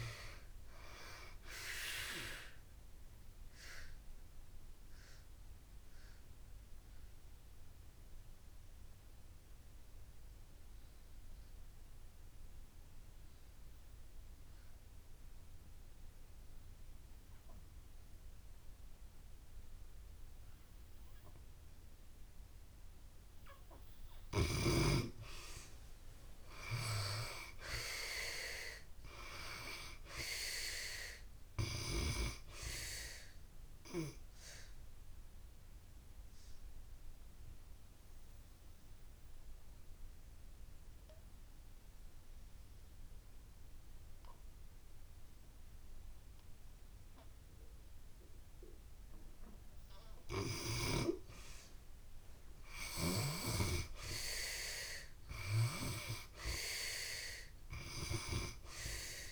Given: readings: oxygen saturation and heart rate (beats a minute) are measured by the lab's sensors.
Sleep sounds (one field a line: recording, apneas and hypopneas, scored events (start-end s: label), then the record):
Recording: breathing in sleep by a room microphone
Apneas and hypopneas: 2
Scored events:
0.00-23.50 s: oxygen desaturation (device-marked, oxygen 71% lowest)
3.00-22.50 s: obstructive apnea (oxygen 96% before, 71% lowest)
25.00-28.00 s: arousal
29.50-51.50 s: oxygen desaturation (device-marked, oxygen 95% before, 75% lowest)
34.50-49.50 s: obstructive apnea (oxygen 95% before, 75% lowest)
52.00-55.00 s: arousal
56.50-59.32 s: oxygen desaturation (device-marked, oxygen 96% before, 77% lowest)
From the record:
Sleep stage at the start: N2 (light sleep)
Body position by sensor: on the back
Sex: female